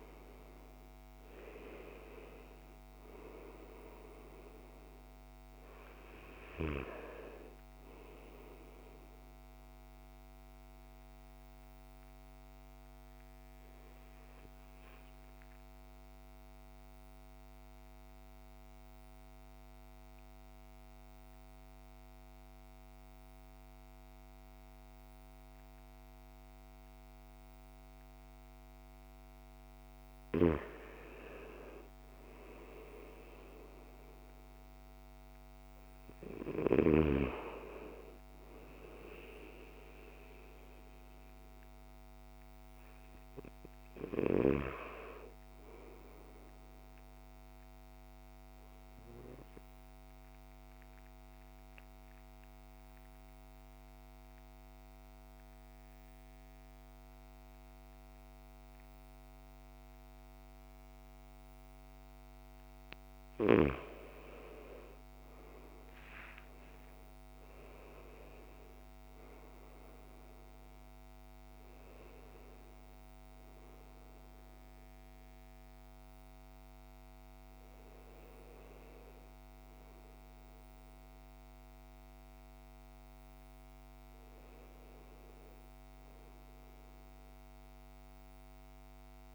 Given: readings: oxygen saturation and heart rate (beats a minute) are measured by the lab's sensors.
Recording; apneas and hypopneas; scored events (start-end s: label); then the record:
breathing in sleep by a microphone on the trachea; 2
0.00-2.50 s: arousal
0.50-22.50 s: oxygen desaturation (device-marked, oxygen 98% before, 92% lowest, heart rate 54 before, 51 extreme)
9.50-28.50 s: obstructive apnea (oxygen 98% before, 92% lowest, heart rate 58 before, 51 extreme, up 6 after)
31.00-35.00 s: arousal
33.50-53.50 s: oxygen desaturation (device-marked, oxygen 98% before, 93% lowest, heart rate 53 before, 53 extreme)
46.00-62.50 s: obstructive apnea (oxygen 98% before, 93% lowest, heart rate 55 before, 53 extreme, up 10 after)
68.50-89.35 s: oxygen desaturation (device-marked, oxygen 98% before, 93% lowest, heart rate 55 before, 56 extreme)
77.50-89.35 s: new sleep stage, awake
From the record:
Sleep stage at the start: N2 (light sleep); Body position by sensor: on the back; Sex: male